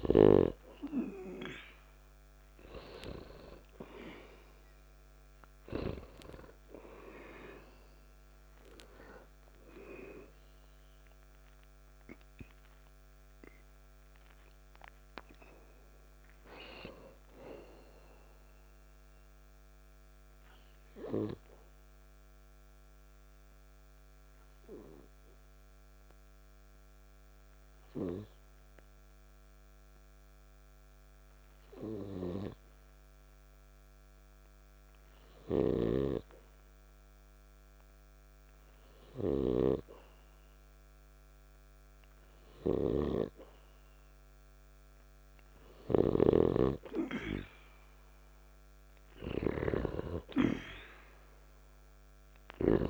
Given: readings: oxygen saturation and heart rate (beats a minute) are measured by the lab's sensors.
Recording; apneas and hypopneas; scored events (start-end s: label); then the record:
breathing in sleep by a microphone on the trachea; none
0.00-4.00 s: arousal
25.50-40.50 s: oxygen desaturation (device-marked, oxygen 96% before, 91% lowest, heart rate 56 before, 51 extreme)
From the record:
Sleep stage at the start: N2 (light sleep); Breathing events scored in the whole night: 218 in 2.9 hours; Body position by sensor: on the back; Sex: male